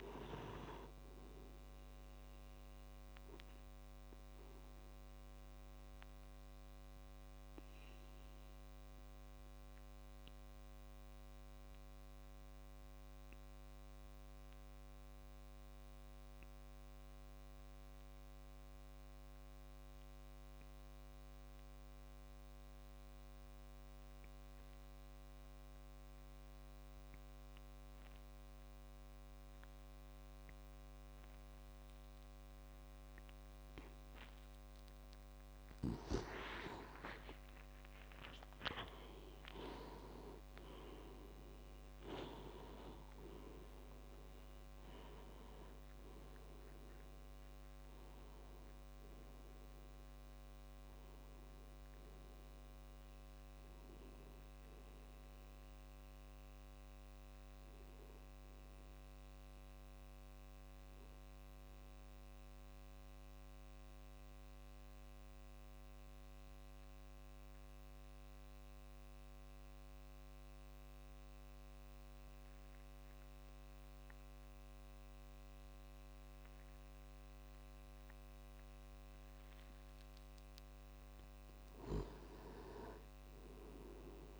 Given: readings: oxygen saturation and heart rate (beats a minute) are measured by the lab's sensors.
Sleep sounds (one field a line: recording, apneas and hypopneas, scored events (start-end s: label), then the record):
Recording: breathing in sleep by a microphone on the trachea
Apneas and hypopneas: 2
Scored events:
0.00-15.50 s: oxygen desaturation (device-marked, oxygen 90% lowest)
5.00-34.00 s: obstructive apnea (oxygen 98% before, 88% lowest)
27.50-62.50 s: oxygen desaturation (device-marked, oxygen 98% before, 88% lowest)
36.00-40.00 s: arousal
62.00-80.00 s: obstructive apnea (oxygen 97% before, 91% lowest)
81.50-84.40 s: arousal
From the record:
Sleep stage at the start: N2 (light sleep)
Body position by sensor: on the back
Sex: male